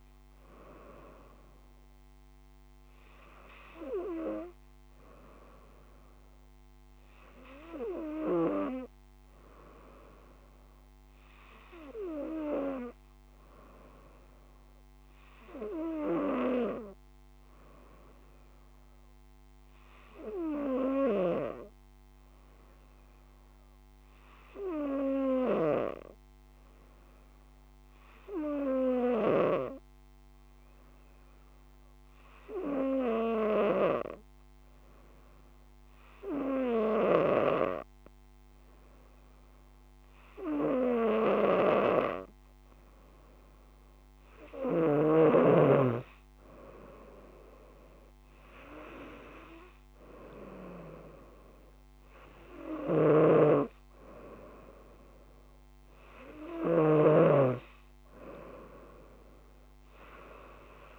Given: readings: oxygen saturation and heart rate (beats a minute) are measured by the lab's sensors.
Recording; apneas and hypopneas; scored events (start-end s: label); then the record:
breathing in sleep by a microphone on the trachea; 1
17.00-43.50 s: obstructive apnea (oxygen 98% before, 94% lowest, heart rate 62 before, 65 extreme, up 8 after)
35.00-60.99 s: oxygen desaturation (device-marked, oxygen 97% before, 94% lowest, heart rate 64 before, 61 extreme)
47.50-51.00 s: arousal
53.00-57.50 s: snoring (device-marked)
From the record:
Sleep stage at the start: N2 (light sleep); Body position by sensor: on the right side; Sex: female